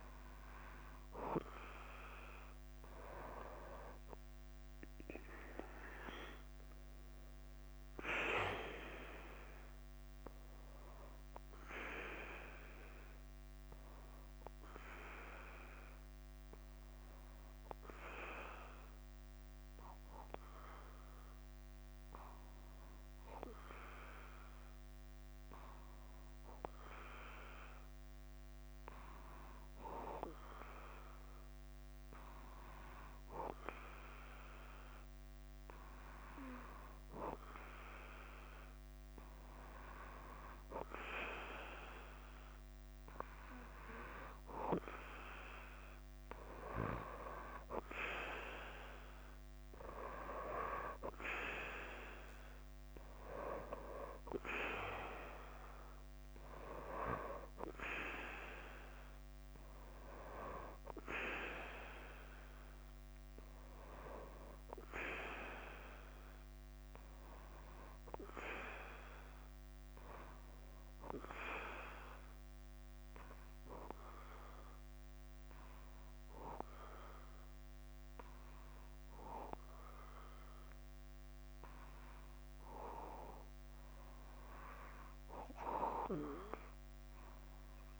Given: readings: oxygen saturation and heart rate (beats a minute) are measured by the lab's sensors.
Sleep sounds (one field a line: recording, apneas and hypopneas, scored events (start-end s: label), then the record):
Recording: breathing in sleep by a microphone on the trachea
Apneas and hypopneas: 2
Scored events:
0.00-88.00 s: bradycardia (device-marked, heart rate 45 extreme)
8.00-12.50 s: arousal
18.00-37.50 s: obstructive apnea (oxygen 98% before, 93% lowest, heart rate 50 before, 46 extreme, up 5 after)
41.50-45.00 s: arousal
59.50-88.00 s: new sleep stage, REM sleep
69.50-83.50 s: obstructive apnea (oxygen 98% before, 92% lowest, heart rate 52 before, 47 extreme, up 2 after)
From the record:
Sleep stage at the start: N2 (light sleep)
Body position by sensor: on the back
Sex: male